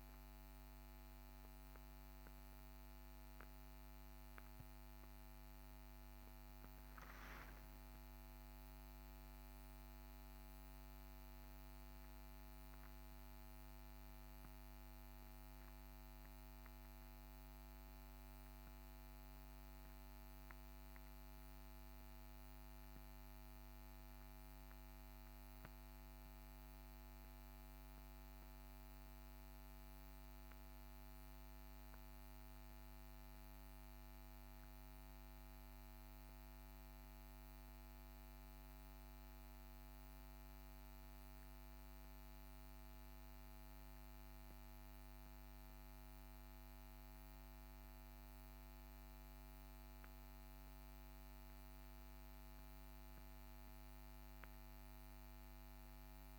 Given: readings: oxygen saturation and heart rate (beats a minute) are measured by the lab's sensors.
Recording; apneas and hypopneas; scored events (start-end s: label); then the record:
a person awake in a sleep study, hard to hear, by a microphone on the trachea; none
none scored
From the record:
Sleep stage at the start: awake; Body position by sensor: on the back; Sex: male